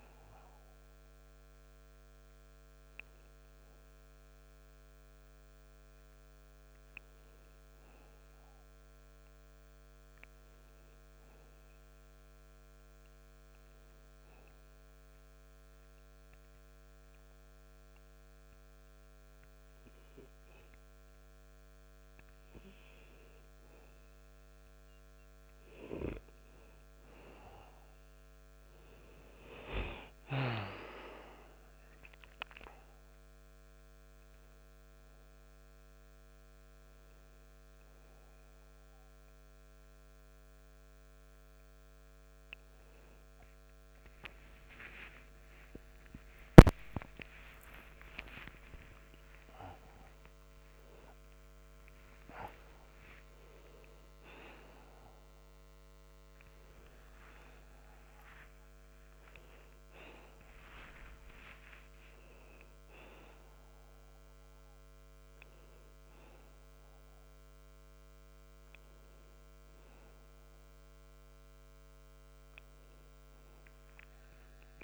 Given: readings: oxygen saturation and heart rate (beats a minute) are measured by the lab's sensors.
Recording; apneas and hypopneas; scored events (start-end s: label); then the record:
a person awake in a sleep study, by a microphone on the trachea; 1
7.00-16.00 s: oxygen desaturation (device-marked, oxygen 94% before, 91% lowest, heart rate 77 before, 63 extreme)
14.00-24.00 s: obstructive apnea (oxygen 95% before, 91% lowest, heart rate 78 before, 63 extreme, up 26 after)
30.00-52.00 s: oxygen desaturation (device-marked, oxygen 97% before, 91% lowest, heart rate 81 before, 26 extreme)
34.00-74.83 s: new sleep stage, awake
From the record:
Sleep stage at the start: N2 (light sleep); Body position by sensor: on the back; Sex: male